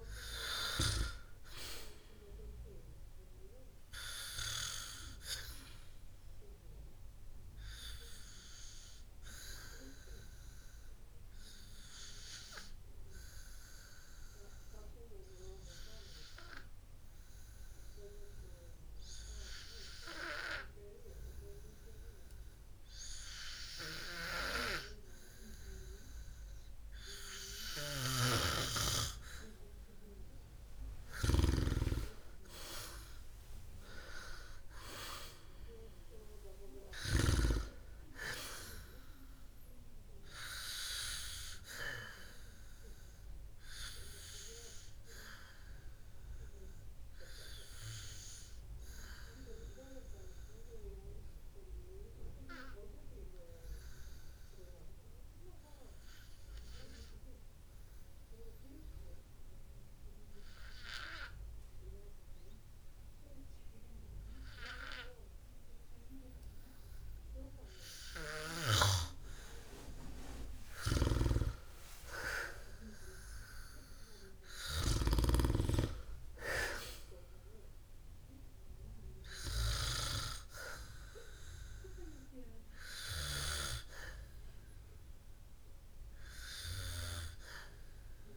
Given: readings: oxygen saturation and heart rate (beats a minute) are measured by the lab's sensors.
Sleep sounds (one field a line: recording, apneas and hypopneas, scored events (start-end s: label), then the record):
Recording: breathing in sleep by a room microphone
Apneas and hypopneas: 2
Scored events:
0.00-1.50 s: arousal
9.50-27.50 s: hypopnea (oxygen 98% before, 94% lowest, heart rate 57 before, 51 extreme, up 17 after)
28.50-32.50 s: snoring (device-marked)
33.50-37.00 s: arousal
59.50-72.50 s: oxygen desaturation (device-marked, oxygen 97% before, 94% lowest, heart rate 57 before, 53 extreme)
60.00-72.50 s: obstructive apnea (oxygen 97% before, 94% lowest, heart rate 57 before, 53 extreme, up 12 after)
73.50-76.50 s: arousal
From the record:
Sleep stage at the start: N2 (light sleep)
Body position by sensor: on the back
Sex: male